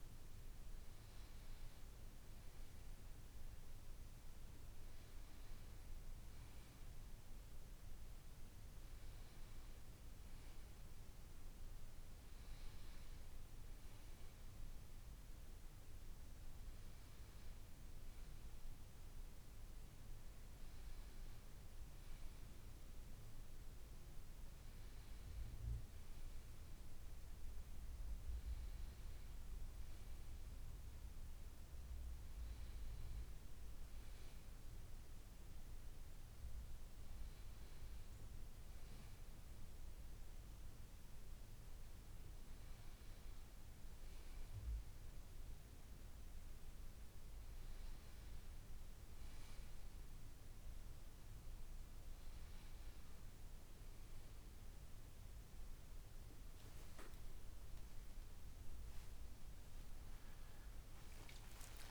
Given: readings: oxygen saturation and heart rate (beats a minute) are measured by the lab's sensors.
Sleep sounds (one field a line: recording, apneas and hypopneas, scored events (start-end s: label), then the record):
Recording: breathing in sleep, hard to hear, by a room microphone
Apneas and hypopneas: none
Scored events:
0.00-1.00 s: arousal
From the record:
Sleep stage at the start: N2 (light sleep)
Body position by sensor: on the back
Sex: male